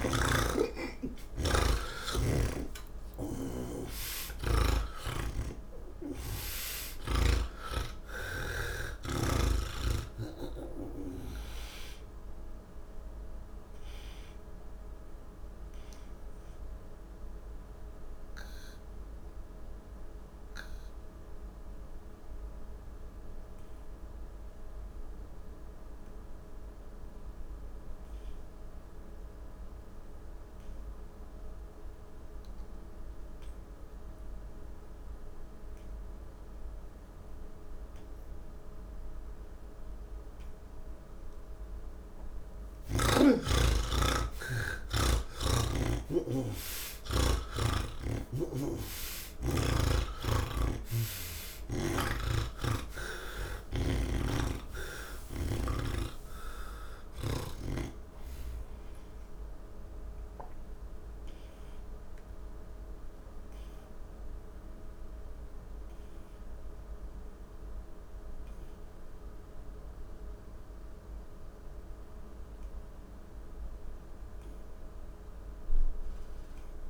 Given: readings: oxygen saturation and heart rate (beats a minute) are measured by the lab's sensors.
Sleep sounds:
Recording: breathing in sleep by a room microphone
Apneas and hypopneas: none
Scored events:
19.00-76.89 s: new sleep stage, N2 (light sleep)
38.00-76.89 s: oxygen desaturation (device-marked, oxygen 98% before, 79% lowest)
50.00-53.50 s: snoring (device-marked)
From the record:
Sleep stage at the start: N1 (lightest sleep)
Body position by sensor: on the back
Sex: male

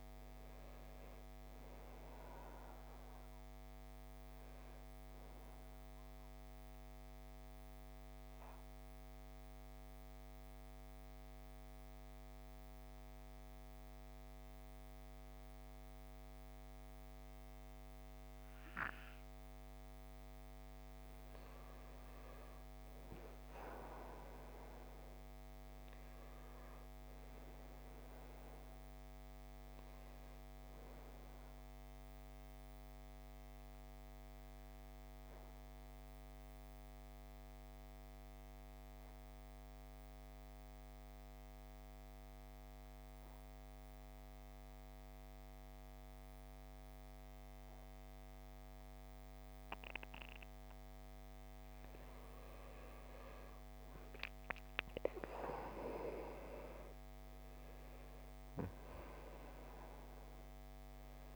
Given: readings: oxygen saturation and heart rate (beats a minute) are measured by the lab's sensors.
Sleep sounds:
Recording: breathing in sleep by a microphone on the trachea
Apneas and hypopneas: 2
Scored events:
5.50-20.50 s: mixed apnea (oxygen 98% before, 88% lowest, heart rate 57 before, 50 extreme, up 7 after)
6.00-20.00 s: oxygen desaturation (device-marked, oxygen 98% before, 91% lowest, heart rate 58 before, 50 extreme)
22.00-25.00 s: arousal
28.00-47.00 s: oxygen desaturation (device-marked, oxygen 97% before, 90% lowest, heart rate 54 before, 50 extreme)
32.00-50.50 s: mixed apnea (oxygen 97% before, 86% lowest, heart rate 55 before, 50 extreme, up 13 after)
52.50-56.00 s: arousal
60.00-61.36 s: oxygen desaturation (device-marked, oxygen 97% before, 88% lowest, heart rate 54 before, 50 extreme)
From the record:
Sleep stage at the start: N2 (light sleep)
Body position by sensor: on the back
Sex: male

